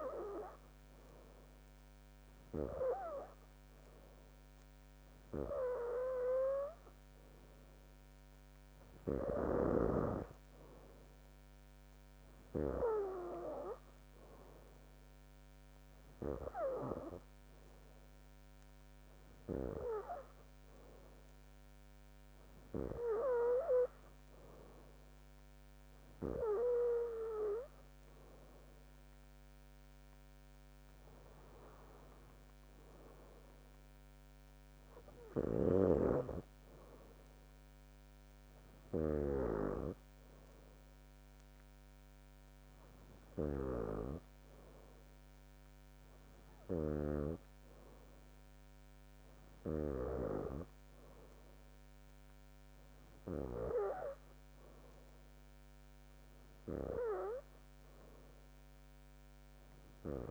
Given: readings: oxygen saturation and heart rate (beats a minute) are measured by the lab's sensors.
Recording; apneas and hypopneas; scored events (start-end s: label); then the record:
breathing in sleep by a microphone on the trachea; none
13.00-23.00 s: oxygen desaturation (device-marked, oxygen 95% before, 92% lowest, heart rate 65 before, 59 extreme)
35.50-39.50 s: snoring (device-marked)
39.00-41.00 s: bradycardia (device-marked, heart rate 65 before, 62 extreme)
From the record:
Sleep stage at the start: N3 (deep sleep); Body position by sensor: on the back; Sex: female